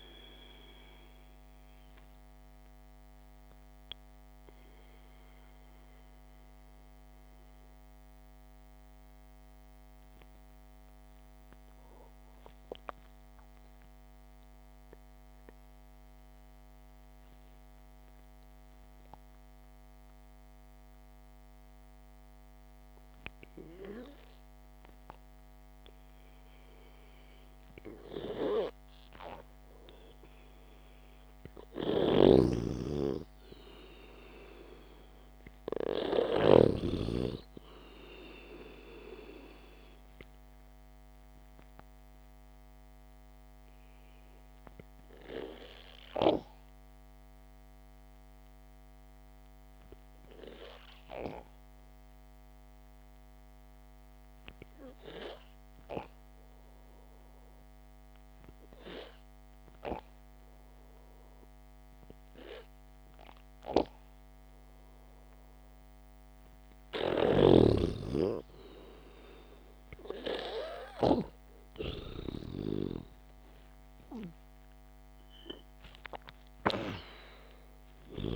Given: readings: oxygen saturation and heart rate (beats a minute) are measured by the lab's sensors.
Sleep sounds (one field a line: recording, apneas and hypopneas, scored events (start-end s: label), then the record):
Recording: breathing in sleep by a microphone on the trachea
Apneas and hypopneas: 2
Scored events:
0.00-9.00 s: oxygen desaturation (device-marked, oxygen 92% lowest, heart rate 58 extreme)
6.00-27.50 s: mixed apnea (oxygen 96% before, 92% lowest, heart rate 60 before, 53 extreme, up 0 after)
30.00-33.50 s: arousal
32.50-37.50 s: snoring (device-marked)
35.00-64.00 s: oxygen desaturation (device-marked, oxygen 99% before, 92% lowest, heart rate 68 before, 51 extreme)
41.00-56.50 s: obstructive apnea (oxygen 99% before, 91% lowest, heart rate 63 before, 51 extreme, up 5 after)
57.50-60.50 s: arousal
67.50-78.36 s: snoring (device-marked)
From the record:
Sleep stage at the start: N2 (light sleep)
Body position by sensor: on the back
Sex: male